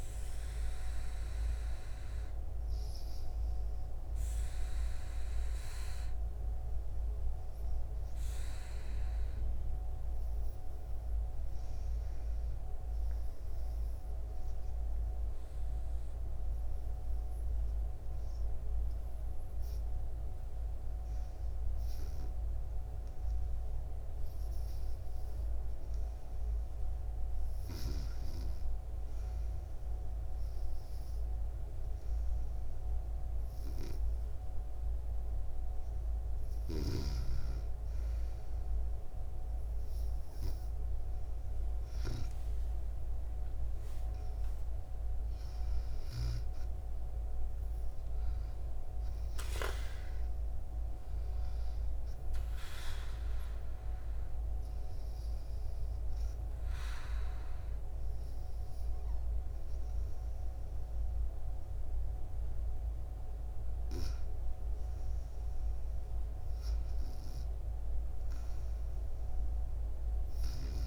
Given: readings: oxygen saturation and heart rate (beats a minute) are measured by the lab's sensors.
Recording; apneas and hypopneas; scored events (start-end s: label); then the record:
breathing in sleep, hard to hear, by a room microphone; 2
3.00-23.50 s: obstructive apnea (oxygen 96% before, 92% lowest, heart rate 73 before, 68 extreme, up 2 after)
10.50-70.87 s: new sleep stage, REM sleep
25.50-49.50 s: oxygen desaturation (device-marked, oxygen 97% before, 92% lowest, heart rate 70 before, 71 extreme)
26.00-30.00 s: arousal
43.00-47.50 s: arousal
53.00-63.00 s: obstructive apnea (oxygen 96% before, 92% lowest, heart rate 79 before, 72 extreme)
65.50-68.50 s: arousal
From the record:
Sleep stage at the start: N2 (light sleep); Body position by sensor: on the back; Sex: female